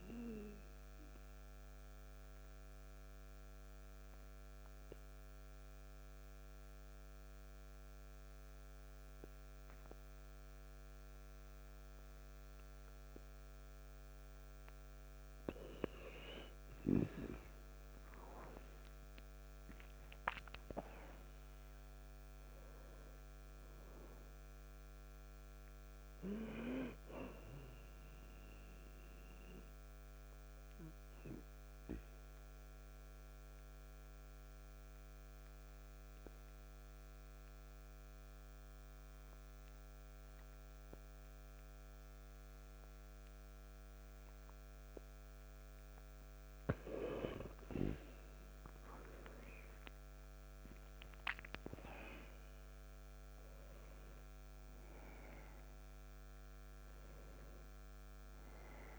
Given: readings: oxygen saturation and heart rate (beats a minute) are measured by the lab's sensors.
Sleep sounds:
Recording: breathing in sleep by a microphone on the trachea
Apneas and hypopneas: 2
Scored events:
2.50-15.00 s: obstructive apnea (oxygen 98% before, 91% lowest, heart rate 60 before, 59 extreme, up 0 after)
17.00-21.50 s: arousal
30.00-46.00 s: obstructive apnea (oxygen 98% before, 91% lowest, heart rate 61 before, 57 extreme, up 1 after)
32.50-44.50 s: oxygen desaturation (device-marked, oxygen 98% before, 93% lowest, heart rate 61 before, 57 extreme)
48.00-52.50 s: arousal
55.50-58.99 s: oxygen desaturation (device-marked, oxygen 98% before, 91% lowest, heart rate 59 before, 59 extreme)
From the record:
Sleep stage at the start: N2 (light sleep)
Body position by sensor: on the back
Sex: male

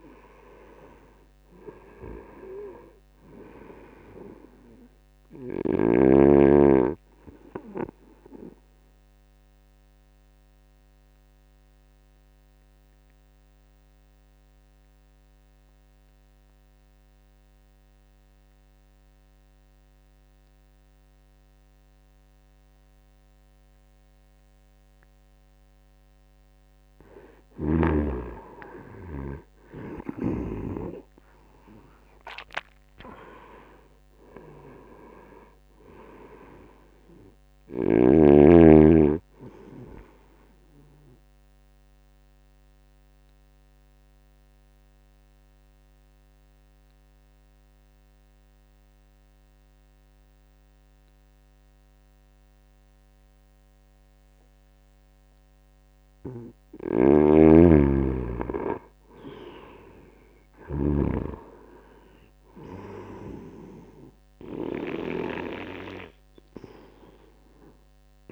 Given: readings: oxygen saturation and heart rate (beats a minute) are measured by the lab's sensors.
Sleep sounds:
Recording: breathing in sleep by a microphone on the trachea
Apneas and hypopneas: 2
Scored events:
1.50-15.50 s: oxygen desaturation (device-marked, oxygen 93% before, 89% lowest, heart rate 79 before, 75 extreme)
8.50-26.00 s: obstructive apnea (oxygen 95% before, 88% lowest, heart rate 80 before, 75 extreme, up 4 after)
22.50-50.50 s: oxygen desaturation (device-marked, oxygen 97% before, 88% lowest, heart rate 80 before, 76 extreme)
28.00-32.50 s: arousal
40.50-56.00 s: obstructive apnea (oxygen 97% before, 88% lowest, heart rate 78 before, 78 extreme, up 0 after)
56.50-68.32 s: snoring (device-marked)
63.50-68.32 s: oxygen desaturation (device-marked, oxygen 97% before, 90% lowest, heart rate 79 before, 67 extreme)
From the record:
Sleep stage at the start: N2 (light sleep)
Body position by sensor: on the back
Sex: male

